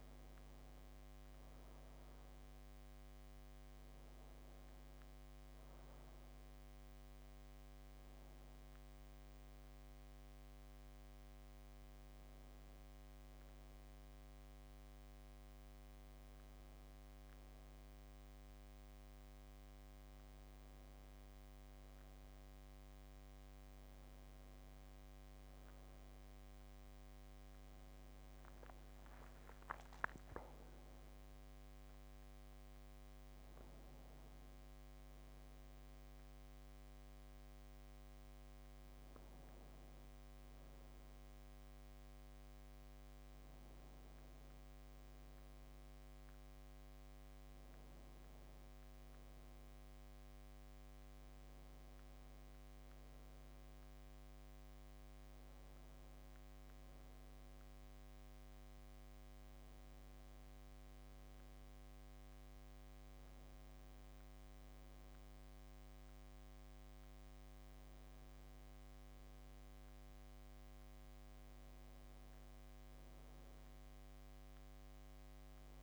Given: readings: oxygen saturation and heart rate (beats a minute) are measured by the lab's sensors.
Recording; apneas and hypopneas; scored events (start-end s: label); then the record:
breathing in sleep, hard to hear, by a microphone on the trachea; none
none scored
From the record:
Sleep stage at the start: N2 (light sleep); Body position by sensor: on the back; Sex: male